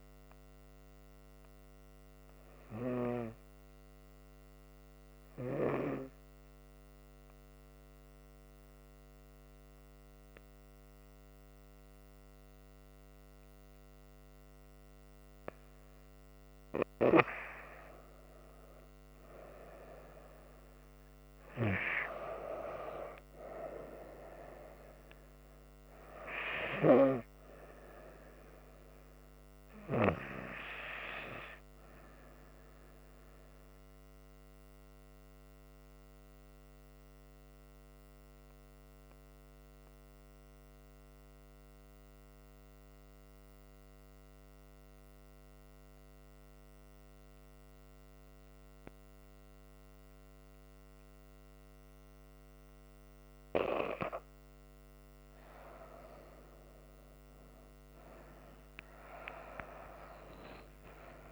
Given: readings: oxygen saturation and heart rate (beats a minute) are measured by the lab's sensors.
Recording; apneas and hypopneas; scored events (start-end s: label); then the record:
breathing in sleep by a microphone on the trachea; 2
0.00-6.00 s: oxygen desaturation (device-marked, oxygen 93% lowest, heart rate 64 extreme)
7.50-17.50 s: obstructive apnea (oxygen 98% before, 94% lowest, heart rate 65 before, 66 extreme, up 5 after)
19.50-23.00 s: arousal
34.00-53.50 s: obstructive apnea (oxygen 98% before, 94% lowest, heart rate 68 before, 63 extreme, up 7 after)
45.00-53.00 s: oxygen desaturation (device-marked, oxygen 97% before, 94% lowest, heart rate 68 before, 64 extreme)
58.00-61.32 s: arousal
From the record:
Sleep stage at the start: N2 (light sleep); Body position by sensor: on the front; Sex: female